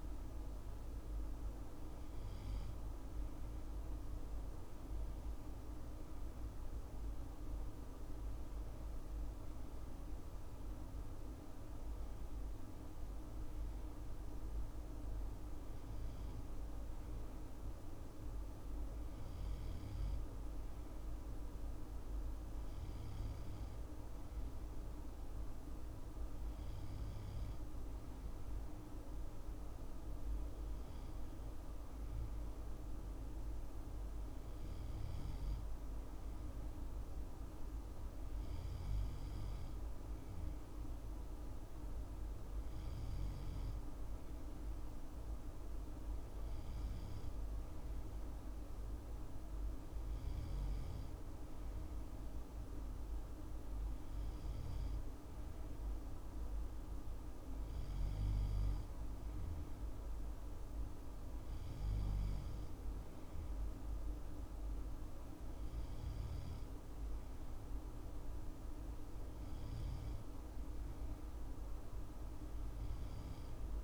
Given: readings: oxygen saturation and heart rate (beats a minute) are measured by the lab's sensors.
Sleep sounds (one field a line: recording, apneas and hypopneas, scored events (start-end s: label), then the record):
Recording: breathing in sleep, hard to hear, by a room microphone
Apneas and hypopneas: none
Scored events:
none scored
From the record:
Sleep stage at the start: N2 (light sleep)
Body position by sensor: on the left side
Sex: male